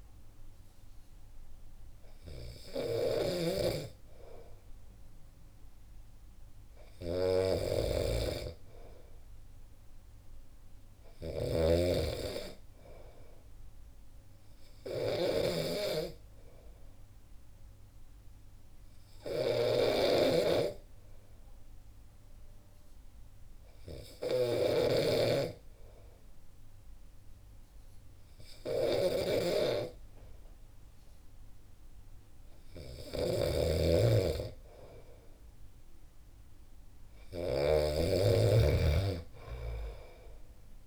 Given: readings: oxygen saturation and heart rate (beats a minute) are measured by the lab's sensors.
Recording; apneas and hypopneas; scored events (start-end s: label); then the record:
breathing in sleep by a room microphone; none
0.00-40.87 s: snoring (device-marked)
From the record:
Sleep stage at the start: N2 (light sleep); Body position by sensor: on the back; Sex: male